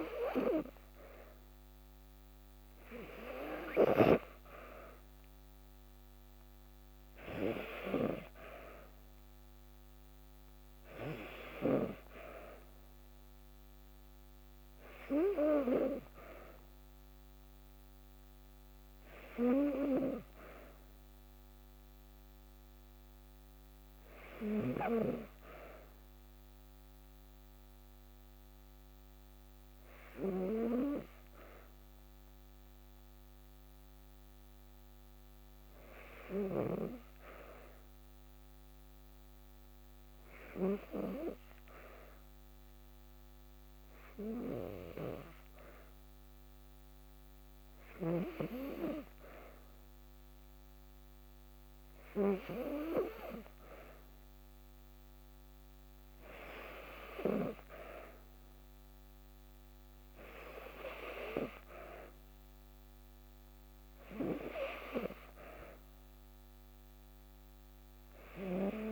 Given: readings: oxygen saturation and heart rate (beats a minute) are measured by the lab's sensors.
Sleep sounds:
breathing in sleep by a microphone on the trachea; 1
0.00-1.00 s: arousal
23.00-38.00 s: hypopnea (oxygen 95% before, 92% lowest, heart rate 56 before, 53 extreme, up 1 after)
42.00-46.50 s: arousal
From the record:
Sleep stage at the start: N2 (light sleep); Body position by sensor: on the back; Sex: female

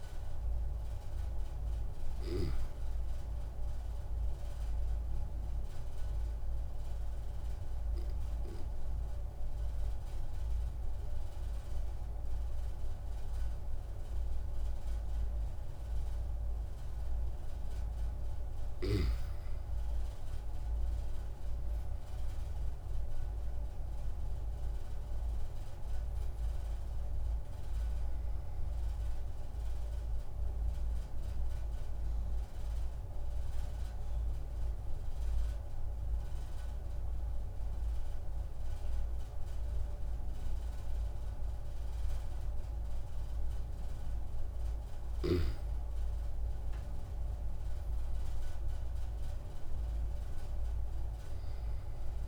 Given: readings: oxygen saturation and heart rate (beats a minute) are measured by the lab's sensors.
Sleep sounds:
breathing in sleep, hard to hear, by a room microphone; 2
6.00-18.50 s: obstructive apnea (oxygen 96% before, 94% lowest)
20.00-23.50 s: arousal
32.50-44.00 s: obstructive apnea (oxygen 97% before, 94% lowest)
45.50-49.00 s: arousal
From the record:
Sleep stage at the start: N2 (light sleep); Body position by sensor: on the back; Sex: male

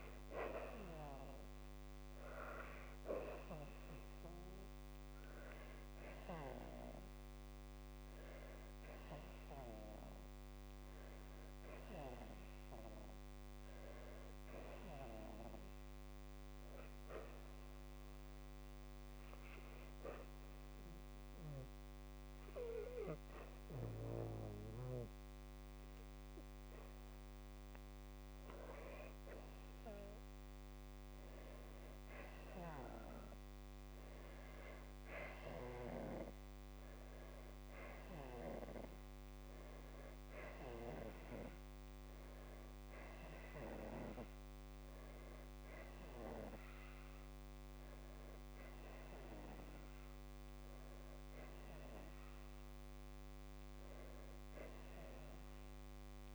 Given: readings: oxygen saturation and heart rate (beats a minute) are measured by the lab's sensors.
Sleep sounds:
breathing in sleep by a microphone on the trachea; 1
0.00-1.50 s: long interval between heartbeats (device-marked, heart rate 74 extreme)
2.50-4.50 s: long interval between heartbeats (device-marked, heart rate 70 before, 72 extreme)
6.00-8.00 s: long interval between heartbeats (device-marked, heart rate 70 before, 72 extreme)
11.50-13.50 s: long interval between heartbeats (device-marked, heart rate 71 before, 71 extreme)
12.50-28.50 s: oxygen desaturation (device-marked, oxygen 99% before, 95% lowest, heart rate 71 before, 52 extreme)
13.50-15.50 s: long interval between heartbeats (device-marked, heart rate 72 before, 81 extreme)
16.00-28.50 s: hypopnea (oxygen 99% before, 91% lowest, heart rate 73 before, 52 extreme, up 12 after)
31.00-35.00 s: arousal
From the record:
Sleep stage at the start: N2 (light sleep); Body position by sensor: on the back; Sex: female

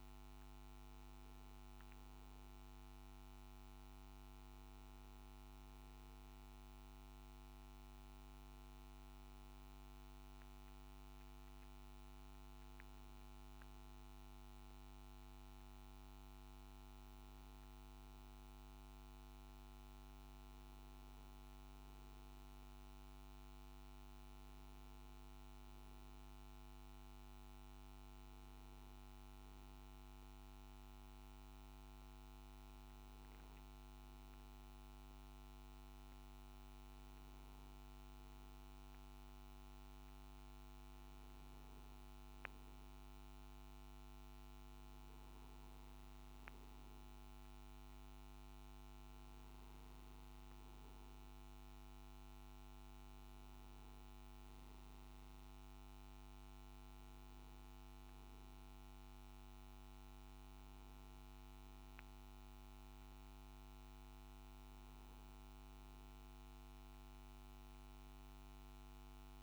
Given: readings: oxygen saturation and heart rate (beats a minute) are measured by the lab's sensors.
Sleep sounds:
breathing in sleep, hard to hear, by a microphone on the trachea; none
0.00-16.00 s: oxygen desaturation (device-marked, oxygen 91% lowest, heart rate 58 extreme)
From the record:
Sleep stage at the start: N2 (light sleep); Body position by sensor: on the back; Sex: male

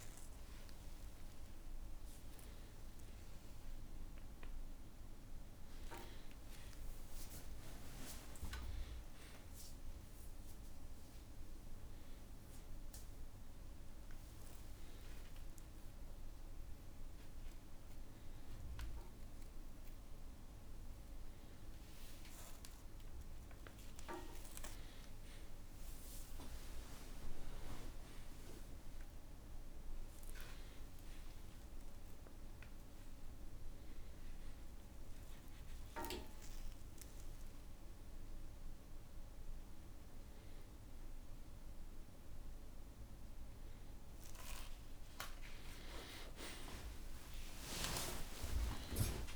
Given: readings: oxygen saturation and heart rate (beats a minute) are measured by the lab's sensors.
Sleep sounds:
a person awake in a sleep study, by a room microphone; none
4.00-6.00 s: long interval between heartbeats (device-marked, heart rate 100 before, 85 extreme)
23.00-25.00 s: long interval between heartbeats (device-marked, heart rate 75 before, 74 extreme)
30.50-32.50 s: long interval between heartbeats (device-marked, heart rate 71 before, 71 extreme)
46.00-48.00 s: long interval between heartbeats (device-marked, heart rate 69 before, 71 extreme)
From the record:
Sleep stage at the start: awake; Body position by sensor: on the back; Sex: male

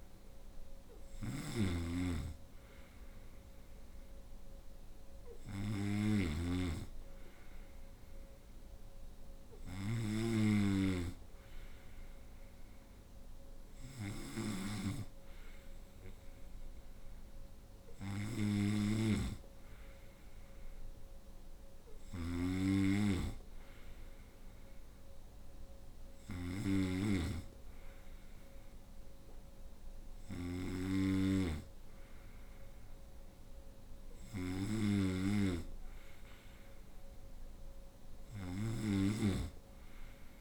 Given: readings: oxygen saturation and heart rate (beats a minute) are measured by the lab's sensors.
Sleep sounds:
breathing in sleep by a room microphone; none
0.00-40.41 s: snoring (device-marked)
From the record:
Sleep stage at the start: N2 (light sleep); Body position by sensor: on the right side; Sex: female

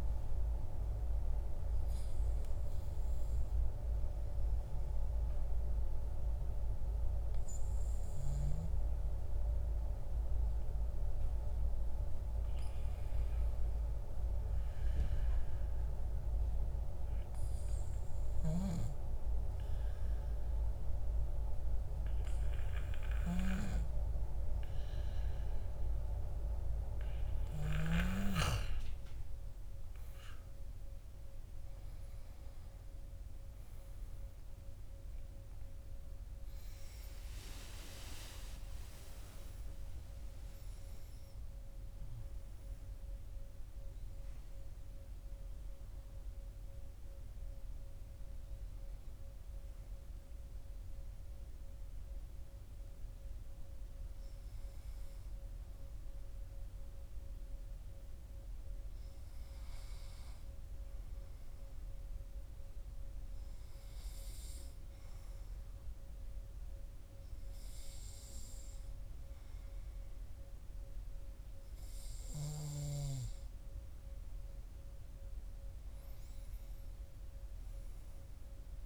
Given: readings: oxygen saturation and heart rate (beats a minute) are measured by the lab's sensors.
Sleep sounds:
breathing in sleep by a room microphone; 2
15.00-28.00 s: obstructive apnea (oxygen 97% before, 93% lowest, heart rate 56 before, 52 extreme, up 18 after)
34.50-39.50 s: arousal
49.00-61.50 s: hypopnea (oxygen 96% before, 95% lowest, heart rate 75 before, 49 extreme, up 10 after)
64.50-69.00 s: arousal
From the record:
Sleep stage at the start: N2 (light sleep); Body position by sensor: on the back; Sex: male

